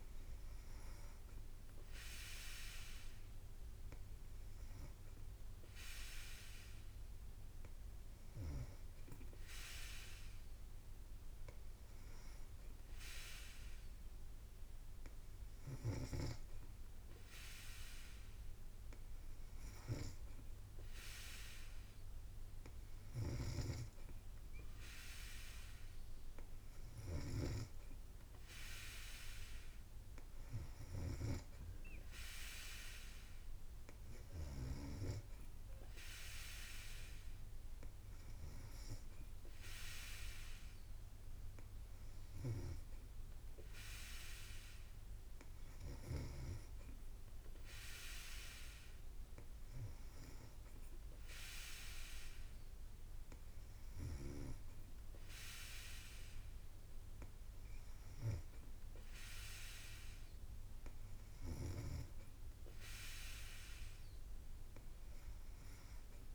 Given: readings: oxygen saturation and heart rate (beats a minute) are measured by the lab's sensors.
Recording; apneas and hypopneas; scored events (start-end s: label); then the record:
breathing in sleep by a room microphone; none
23.00-27.50 s: snoring (device-marked)
From the record:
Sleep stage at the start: N3 (deep sleep); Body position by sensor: on the back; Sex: female